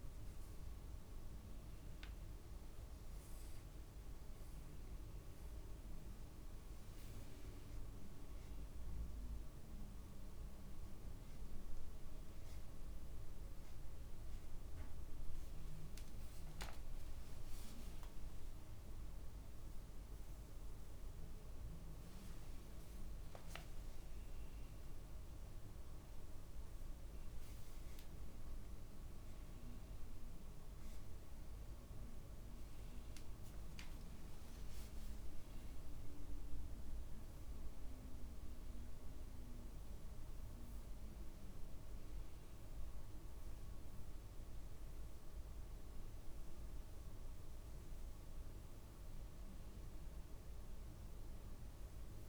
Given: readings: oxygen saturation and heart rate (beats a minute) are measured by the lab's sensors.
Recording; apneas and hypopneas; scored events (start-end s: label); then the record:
a person awake in a sleep study, hard to hear, by a room microphone; none
none scored
From the record:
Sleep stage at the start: awake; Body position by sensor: on the back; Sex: male